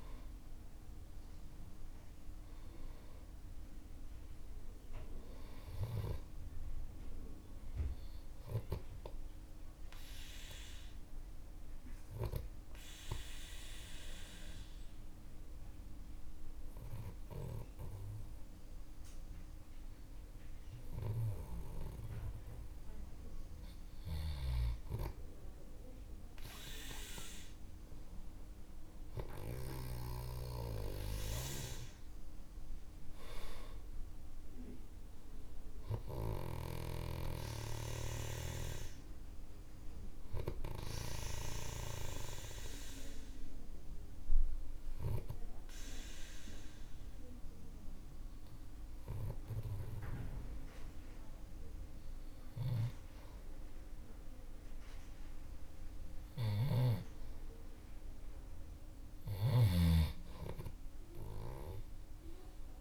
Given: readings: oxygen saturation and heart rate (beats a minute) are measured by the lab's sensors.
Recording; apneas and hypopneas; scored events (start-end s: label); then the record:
breathing in sleep by a room microphone; 2
0.00-1.00 s: arousal
10.50-21.50 s: obstructive apnea (oxygen 97% before, 94% lowest, heart rate 72 before, 51 extreme, up 10 after)
20.50-29.50 s: oxygen desaturation (device-marked, oxygen 98% before, 95% lowest, heart rate 74 before, 51 extreme)
23.50-27.00 s: arousal
44.50-57.00 s: obstructive apnea (oxygen 98% before, 95% lowest, heart rate 61 before, 60 extreme, up 30 after)
56.50-60.00 s: snoring (device-marked)
From the record:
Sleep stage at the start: N2 (light sleep); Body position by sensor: on the back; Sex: male